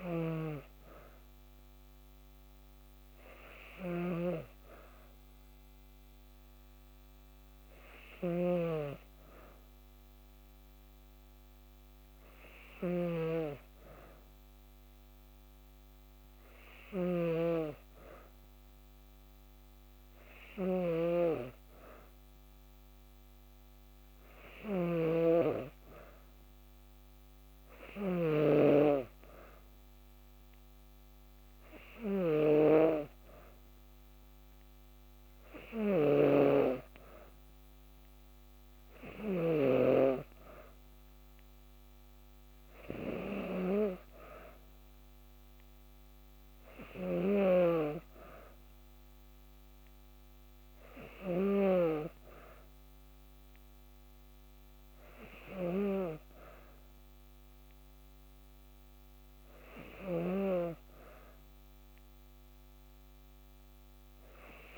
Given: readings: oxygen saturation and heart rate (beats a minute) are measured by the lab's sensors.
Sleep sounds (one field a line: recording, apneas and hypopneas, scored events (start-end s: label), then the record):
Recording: breathing in sleep by a microphone on the trachea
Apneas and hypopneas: none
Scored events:
0.00-28.00 s: snoring (device-marked)
35.50-39.00 s: snoring (device-marked)
46.50-51.50 s: snoring (device-marked)
From the record:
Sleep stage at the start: N2 (light sleep)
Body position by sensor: on the back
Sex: female